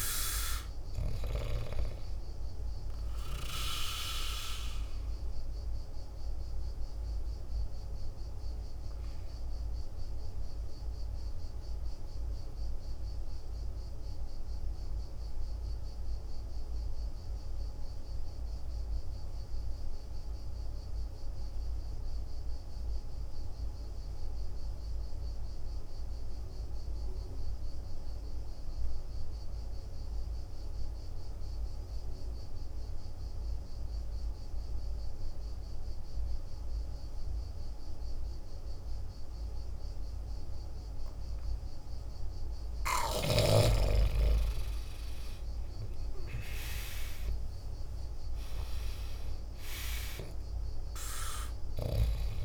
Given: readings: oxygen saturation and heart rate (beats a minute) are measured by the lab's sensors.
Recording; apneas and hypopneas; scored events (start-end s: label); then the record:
breathing in sleep by a room microphone; 1
0.00-20.50 s: oxygen desaturation (device-marked, oxygen 86% lowest, heart rate 49 extreme)
7.50-42.00 s: obstructive apnea (oxygen 99% before, 83% lowest, heart rate 55 before, 49 extreme, up 15 after)
34.50-52.45 s: oxygen desaturation (device-marked, oxygen 99% before, 83% lowest, heart rate 50 before, 49 extreme)
44.50-49.00 s: arousal
From the record:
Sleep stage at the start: N2 (light sleep); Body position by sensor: on the back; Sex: male